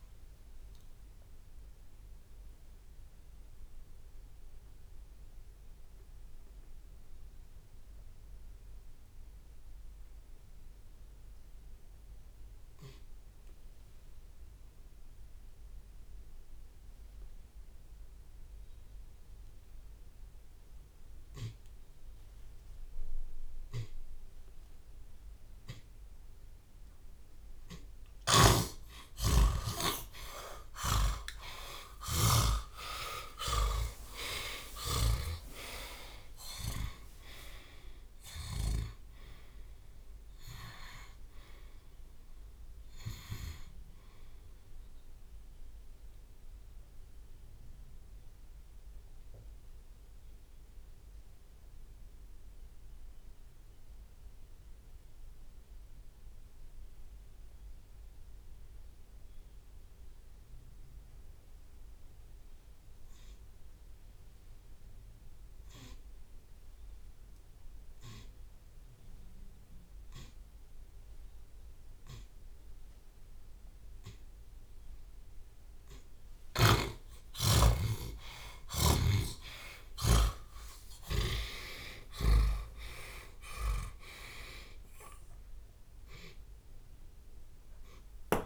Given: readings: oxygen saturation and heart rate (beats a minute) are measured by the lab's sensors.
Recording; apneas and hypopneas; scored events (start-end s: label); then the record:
breathing in sleep by a room microphone; 2
1.00-16.00 s: oxygen desaturation (device-marked, oxygen 92% before, 86% lowest)
4.00-27.50 s: obstructive apnea (oxygen 92% before, 78% lowest)
17.00-21.00 s: tachycardia (device-marked, heart rate 40 before, 140 extreme)
21.00-29.00 s: drop in pulse transit time (device-marked)
29.00-34.50 s: arousal
30.00-32.00 s: long interval between heartbeats (device-marked, heart rate 46 before, 31 extreme)
30.50-38.50 s: snoring (device-marked)
32.50-34.50 s: long interval between heartbeats (device-marked, heart rate 46 before, 35 extreme)
36.00-38.00 s: long interval between heartbeats (device-marked, heart rate 47 before, 39 extreme)
39.00-63.00 s: oxygen desaturation (device-marked, oxygen 95% before, 84% lowest)
45.00-75.50 s: obstructive apnea (oxygen 97% before, 77% lowest)
58.00-60.00 s: long interval between heartbeats (device-marked)
63.50-65.50 s: long interval between heartbeats (device-marked, heart rate 31 before, 37 extreme)
66.00-68.00 s: drop in pulse transit time (device-marked, heart rate 31 before, 52 extreme)
66.00-68.00 s: long interval between heartbeats (device-marked, heart rate 31 before, 52 extreme)
68.00-70.00 s: long interval between heartbeats (device-marked, heart rate 33 before, 68 extreme)
74.50-76.50 s: long interval between heartbeats (device-marked, heart rate 44 before, 92 extreme)
76.00-88.46 s: oxygen desaturation (device-marked, oxygen 90% before, 77% lowest)
77.00-81.00 s: arousal
79.00-82.00 s: tachycardia (device-marked, heart rate 43 before, 94 extreme)
80.00-85.00 s: drop in pulse transit time (device-marked, heart rate 65 before, 91 extreme)
82.50-84.50 s: long interval between heartbeats (device-marked, heart rate 74 before, 103 extreme)
85.00-87.00 s: long interval between heartbeats (device-marked, heart rate 84 before, 65 extreme)
From the record:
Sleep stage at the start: N2 (light sleep); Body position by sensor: on the back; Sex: male